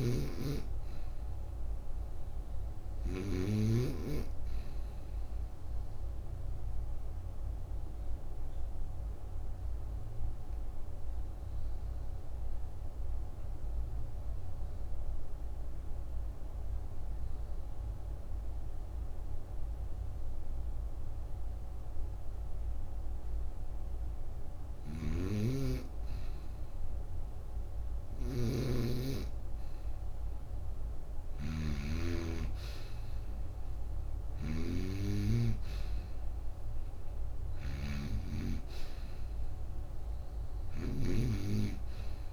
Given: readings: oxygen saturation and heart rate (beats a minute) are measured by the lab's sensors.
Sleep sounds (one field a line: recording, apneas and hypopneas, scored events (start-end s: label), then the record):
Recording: breathing in sleep by a room microphone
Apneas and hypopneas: 1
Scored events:
0.00-2.50 s: oxygen desaturation (device-marked, oxygen 90% lowest, heart rate 59 extreme)
0.00-3.50 s: snoring (device-marked)
7.00-24.00 s: obstructive apnea (oxygen 96% before, 84% lowest, heart rate 60 before, 53 extreme, up 3 after)
16.50-29.50 s: oxygen desaturation (device-marked, oxygen 96% before, 92% lowest, heart rate 61 before, 49 extreme)
24.50-42.33 s: snoring (device-marked)
31.50-35.50 s: arousal
36.50-42.33 s: oxygen desaturation (device-marked, oxygen 93% before, 84% lowest, heart rate 63 before, 49 extreme)
From the record:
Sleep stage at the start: N2 (light sleep)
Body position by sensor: on the right side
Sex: female